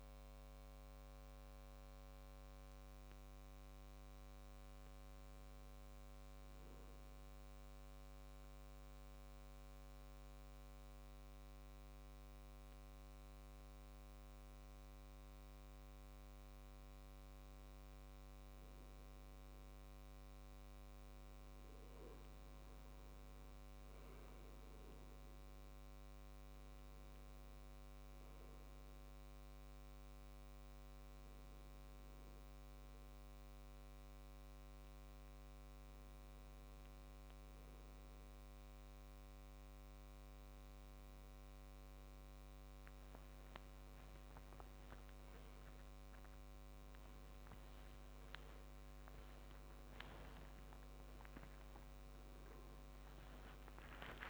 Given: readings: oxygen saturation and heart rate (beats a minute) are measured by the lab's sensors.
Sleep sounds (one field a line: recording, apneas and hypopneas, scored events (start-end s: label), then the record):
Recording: breathing in sleep, hard to hear, by a microphone on the trachea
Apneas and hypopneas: 1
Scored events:
8.00-22.50 s: obstructive apnea (oxygen 99% before, 93% lowest, heart rate 70 before, 64 extreme, up 4 after)
48.00-53.00 s: arousal
51.50-53.50 s: long interval between heartbeats (device-marked, heart rate 69 before, 86 extreme)
From the record:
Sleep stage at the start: N2 (light sleep)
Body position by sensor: on the back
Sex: male